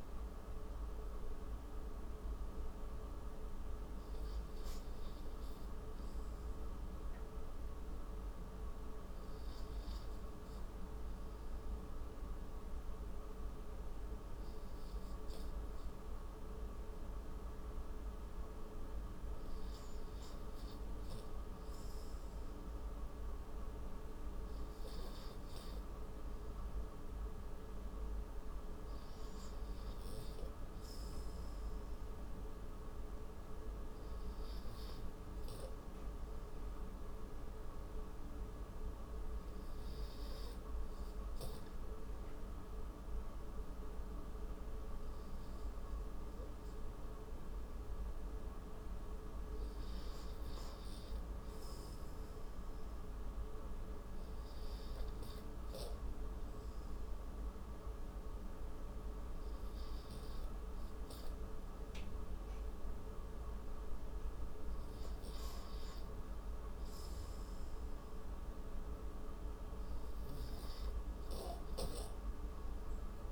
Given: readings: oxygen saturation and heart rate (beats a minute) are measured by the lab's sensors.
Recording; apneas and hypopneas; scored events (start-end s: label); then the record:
breathing in sleep, hard to hear, by a room microphone; 1
0.50-22.50 s: oxygen desaturation (device-marked, oxygen 98% before, 93% lowest, heart rate 70 before, 58 extreme)
24.50-36.50 s: oxygen desaturation (device-marked, oxygen 96% before, 93% lowest, heart rate 72 before, 58 extreme)
36.50-49.50 s: obstructive apnea (oxygen 96% before, 87% lowest, heart rate 82 before, 56 extreme, up 7 after)
55.50-73.32 s: new sleep stage, N2 (light sleep)
56.00-59.50 s: arousal
60.50-73.32 s: oxygen desaturation (device-marked, oxygen 95% before, 87% lowest, heart rate 80 before, 50 extreme)
From the record:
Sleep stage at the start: REM sleep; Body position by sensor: on the right side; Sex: male